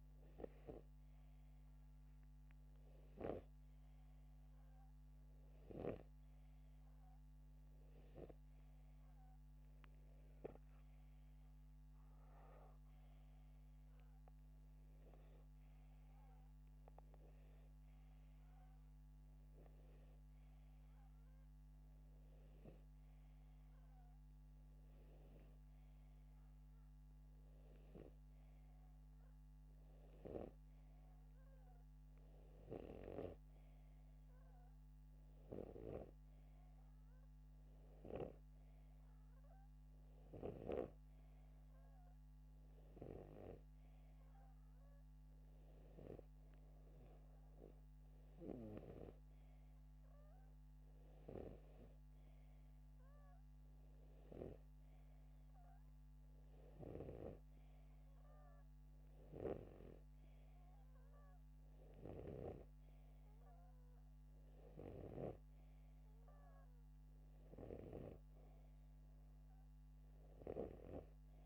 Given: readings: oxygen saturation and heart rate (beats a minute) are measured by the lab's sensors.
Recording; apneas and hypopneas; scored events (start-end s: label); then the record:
breathing in sleep by a microphone on the trachea; none
5.00-9.00 s: arousal
From the record:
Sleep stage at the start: N2 (light sleep); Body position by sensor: upright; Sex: male